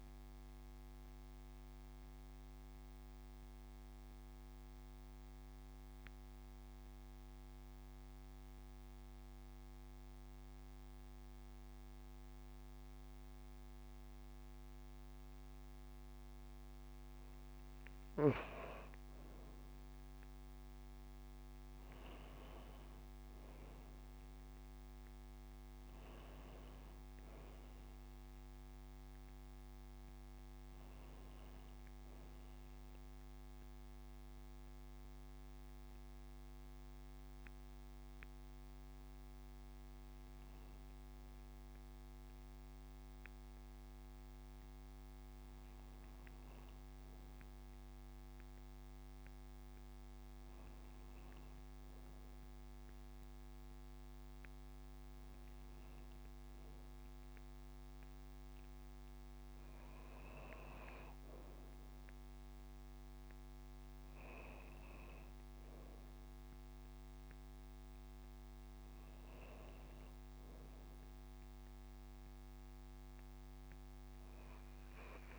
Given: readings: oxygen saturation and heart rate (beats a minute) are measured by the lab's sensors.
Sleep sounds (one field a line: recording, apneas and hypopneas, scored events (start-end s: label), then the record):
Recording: breathing in sleep, hard to hear, by a microphone on the trachea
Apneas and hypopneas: none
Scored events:
0.00-1.50 s: arousal
32.00-45.00 s: oxygen desaturation (device-marked, oxygen 97% before, 93% lowest)
From the record:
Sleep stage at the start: N2 (light sleep)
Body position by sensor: on the back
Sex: female